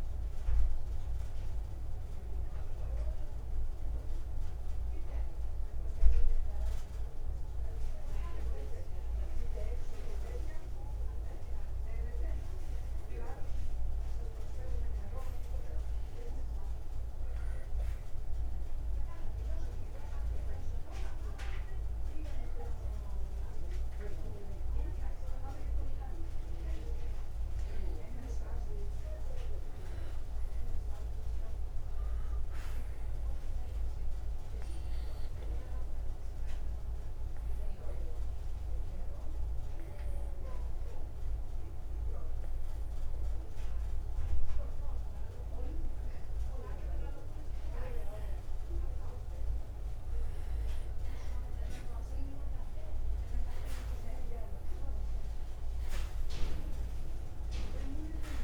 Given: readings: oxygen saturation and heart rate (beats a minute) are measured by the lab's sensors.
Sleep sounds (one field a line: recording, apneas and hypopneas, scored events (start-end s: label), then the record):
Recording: breathing in sleep by a room microphone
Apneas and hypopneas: 2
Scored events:
0.00-18.50 s: oxygen desaturation (device-marked, oxygen 92% lowest, heart rate 125 extreme)
10.50-14.00 s: arousal
18.50-29.00 s: hypopnea (oxygen 96% before, 89% lowest, heart rate 147 before, 147 extreme, up 47 after)
31.00-34.00 s: arousal
37.00-49.50 s: obstructive apnea (oxygen 97% before, 89% lowest, heart rate 161 before, 150 extreme, up 16 after)
52.50-57.00 s: arousal
From the record:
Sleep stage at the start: N2 (light sleep)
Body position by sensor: on the right side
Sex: male